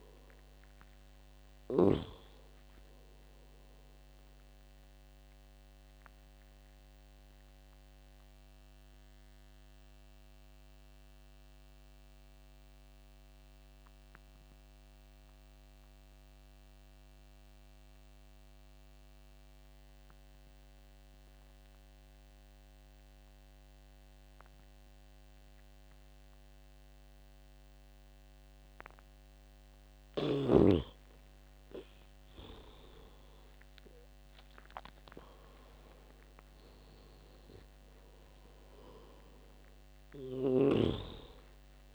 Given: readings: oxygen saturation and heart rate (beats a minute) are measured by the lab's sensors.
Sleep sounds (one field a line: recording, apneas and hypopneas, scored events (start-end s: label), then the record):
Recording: breathing in sleep by a microphone on the trachea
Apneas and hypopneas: 1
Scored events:
5.50-29.50 s: obstructive apnea (oxygen 98% before, 87% lowest, heart rate 77 before, 66 extreme, up 15 after)
12.00-27.00 s: oxygen desaturation (device-marked, oxygen 94% before, 87% lowest, heart rate 77 before, 68 extreme)
32.50-36.00 s: arousal
37.00-41.95 s: oxygen desaturation (device-marked, oxygen 98% before, 87% lowest, heart rate 72 before, 66 extreme)
From the record:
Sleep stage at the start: N2 (light sleep)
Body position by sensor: on the back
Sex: male